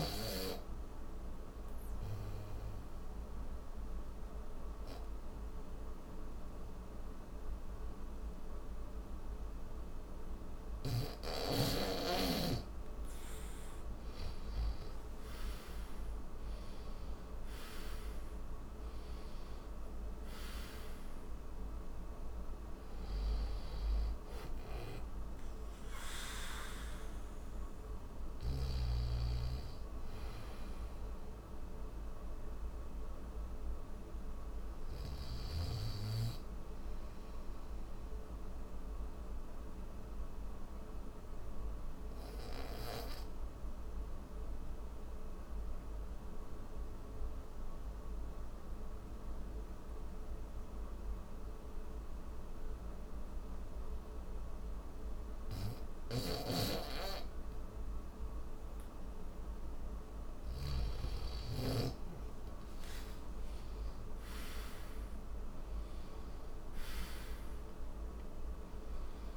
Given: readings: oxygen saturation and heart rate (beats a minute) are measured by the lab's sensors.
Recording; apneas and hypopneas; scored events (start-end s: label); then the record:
breathing in sleep by a room microphone; 2
1.50-12.50 s: obstructive apnea (oxygen 94% before, 89% lowest, heart rate 77 before, 67 extreme, up 9 after)
10.00-14.50 s: snoring (device-marked)
21.50-36.50 s: oxygen desaturation (device-marked, oxygen 93% before, 89% lowest, heart rate 78 before, 66 extreme)
37.00-59.00 s: obstructive apnea (oxygen 96% before, 90% lowest, heart rate 77 before, 68 extreme, up 9 after)
55.50-60.50 s: snoring (device-marked)
58.50-69.37 s: oxygen desaturation (device-marked, oxygen 97% before, 90% lowest, heart rate 72 before, 66 extreme)
From the record:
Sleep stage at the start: N2 (light sleep); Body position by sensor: on the back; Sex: male